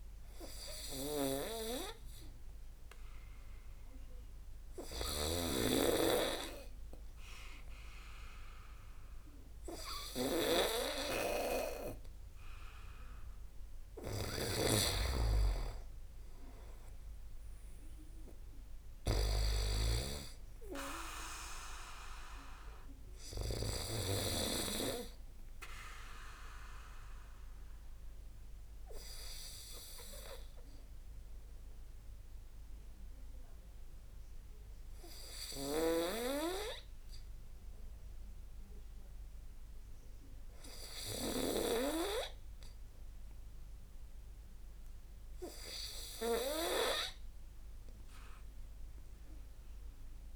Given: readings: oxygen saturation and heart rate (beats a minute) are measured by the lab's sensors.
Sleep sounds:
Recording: breathing in sleep by a room microphone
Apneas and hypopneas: none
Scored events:
9.00-31.00 s: oxygen desaturation (device-marked, oxygen 97% before, 93% lowest)
14.50-20.50 s: snoring (device-marked)
32.50-37.00 s: arousal
From the record:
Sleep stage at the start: N2 (light sleep)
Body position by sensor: on the back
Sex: male

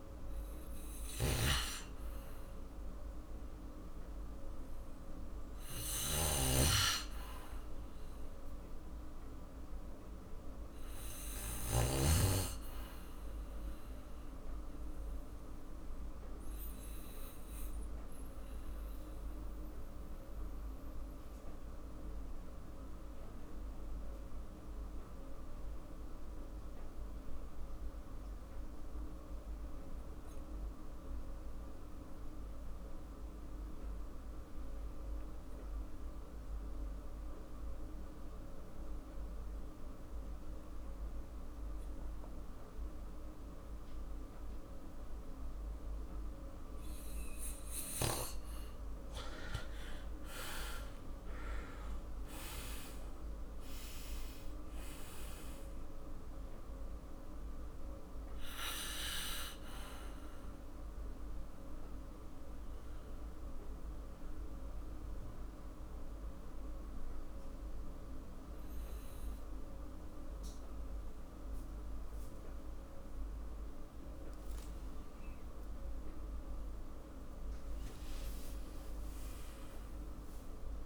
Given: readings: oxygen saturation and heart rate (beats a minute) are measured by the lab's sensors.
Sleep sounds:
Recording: breathing in sleep by a room microphone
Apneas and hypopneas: 2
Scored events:
0.00-28.00 s: oxygen desaturation (device-marked, oxygen 86% lowest, heart rate 47 extreme)
1.00-12.00 s: snoring (device-marked)
15.00-48.00 s: mixed apnea (oxygen 96% before, 83% lowest, heart rate 51 before, 46 extreme, up 17 after)
49.50-54.00 s: arousal
61.00-74.00 s: mixed apnea (oxygen 98% before, 83% lowest, heart rate 56 before, 46 extreme, up 48 after)
75.50-80.50 s: arousal
76.00-78.00 s: long interval between heartbeats (device-marked, heart rate 53 before, 88 extreme)
79.00-80.86 s: oxygen desaturation (device-marked, oxygen 97% before, 83% lowest, heart rate 57 before, 46 extreme)
From the record:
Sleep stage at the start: N2 (light sleep)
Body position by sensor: on the back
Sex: male

